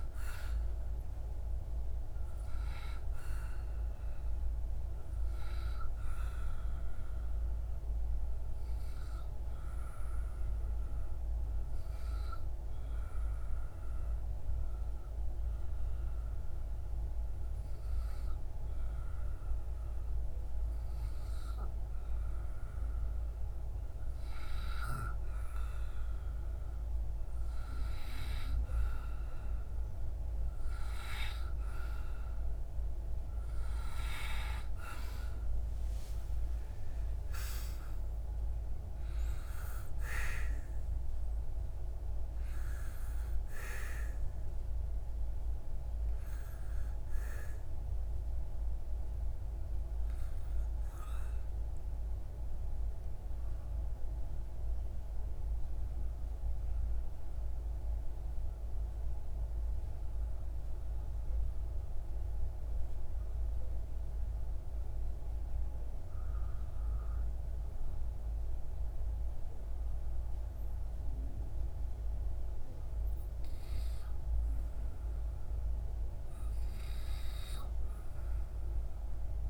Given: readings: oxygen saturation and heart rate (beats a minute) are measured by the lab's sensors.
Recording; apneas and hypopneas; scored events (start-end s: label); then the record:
breathing in sleep by a room microphone; 2
5.00-22.50 s: obstructive apnea (oxygen 94% before, 92% lowest)
24.50-29.00 s: arousal
28.50-45.50 s: oxygen desaturation (device-marked, oxygen 96% before, 92% lowest)
50.50-74.50 s: obstructive apnea (oxygen 95% before, 92% lowest)
76.00-79.50 s: arousal
77.50-79.50 s: oxygen desaturation (device-marked, oxygen 97% before, 92% lowest)
From the record:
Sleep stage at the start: N2 (light sleep); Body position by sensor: on the back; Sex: male